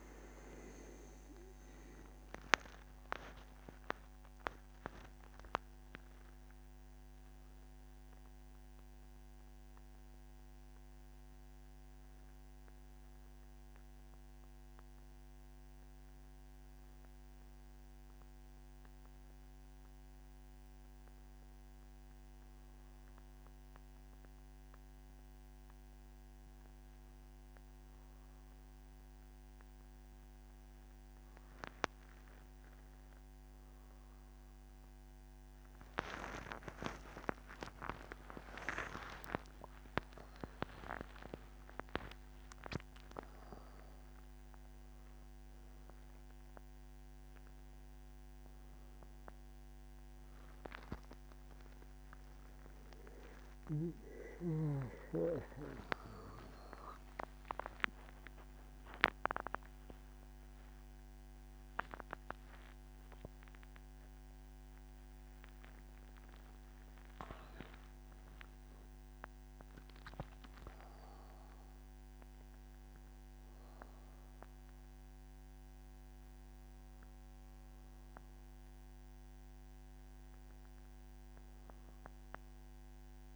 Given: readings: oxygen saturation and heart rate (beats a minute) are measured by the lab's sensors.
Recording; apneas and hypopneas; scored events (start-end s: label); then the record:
breathing in sleep by a microphone on the trachea; 1
16.00-30.00 s: hypopnea (oxygen 94% before, 91% lowest, heart rate 103 before, 61 extreme, up 27 after)
46.00-58.00 s: oxygen desaturation (device-marked, oxygen 96% before, 91% lowest, heart rate 84 before, 37 extreme)
From the record:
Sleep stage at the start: N2 (light sleep); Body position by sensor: on the back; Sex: male